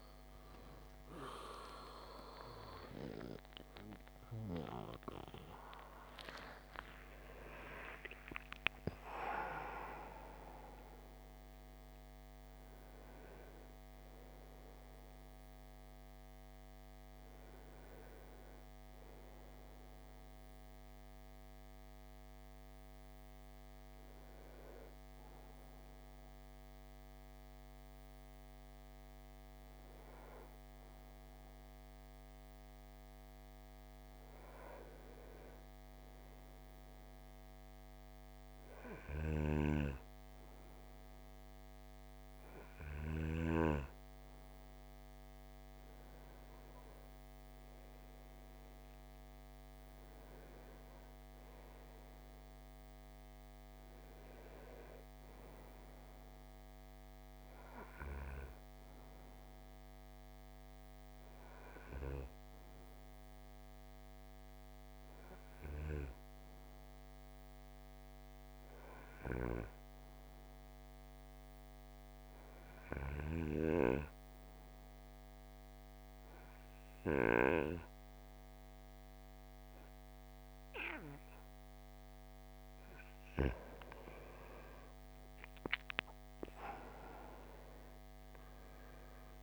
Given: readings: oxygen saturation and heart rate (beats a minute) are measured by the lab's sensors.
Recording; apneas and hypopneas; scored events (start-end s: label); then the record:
breathing in sleep by a microphone on the trachea; 2
0.00-7.00 s: arousal
0.00-24.50 s: oxygen desaturation (device-marked, oxygen 90% lowest, heart rate 52 extreme)
27.00-45.00 s: hypopnea (oxygen 98% before, 89% lowest, heart rate 73 before, 53 extreme, up 8 after)
39.50-70.50 s: oxygen desaturation (device-marked, oxygen 98% before, 94% lowest, heart rate 54 before, 57 extreme)
49.00-53.00 s: arousal
68.50-82.00 s: obstructive apnea (oxygen 98% before, 89% lowest, heart rate 60 before, 58 extreme, up 11 after)
81.50-89.43 s: oxygen desaturation (device-marked, oxygen 95% before, 89% lowest, heart rate 59 before, 54 extreme)
84.50-87.50 s: arousal
From the record:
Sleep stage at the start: N2 (light sleep); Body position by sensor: on the right side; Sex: male